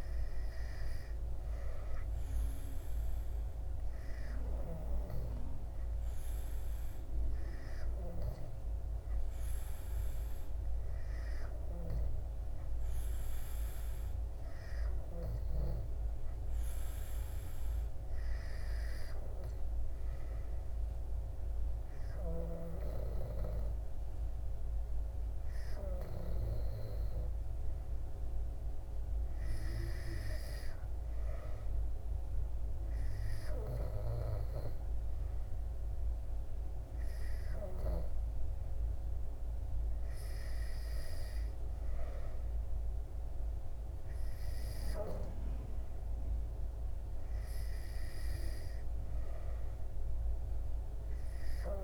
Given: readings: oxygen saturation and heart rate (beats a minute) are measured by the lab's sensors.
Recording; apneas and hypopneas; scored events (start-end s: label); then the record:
breathing in sleep by a room microphone; none
none scored
From the record:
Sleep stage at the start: N2 (light sleep); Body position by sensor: on the back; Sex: male